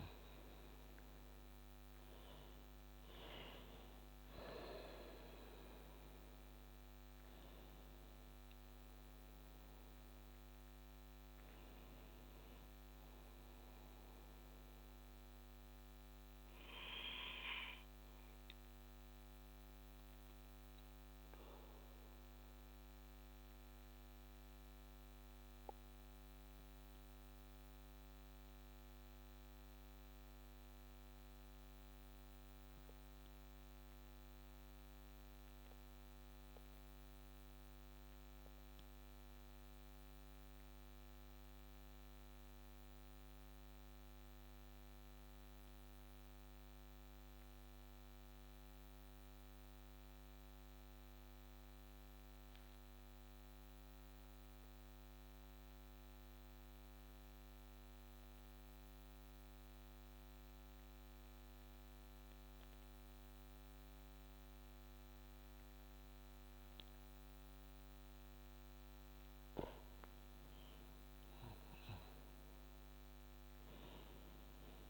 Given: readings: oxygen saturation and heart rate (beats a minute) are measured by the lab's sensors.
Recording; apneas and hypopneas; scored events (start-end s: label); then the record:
breathing in sleep, hard to hear, by a microphone on the trachea; 1
0.00-5.00 s: oxygen desaturation (device-marked, oxygen 92% lowest)
19.00-68.00 s: mixed apnea (oxygen 96% before, 93% lowest, heart rate 30 before, 29 extreme, up 10 after)
63.00-74.90 s: oxygen desaturation (device-marked, oxygen 98% before, 93% lowest, heart rate 43 before, 25 extreme)
69.50-74.00 s: arousal
From the record:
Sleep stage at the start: N2 (light sleep); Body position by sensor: on the back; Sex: male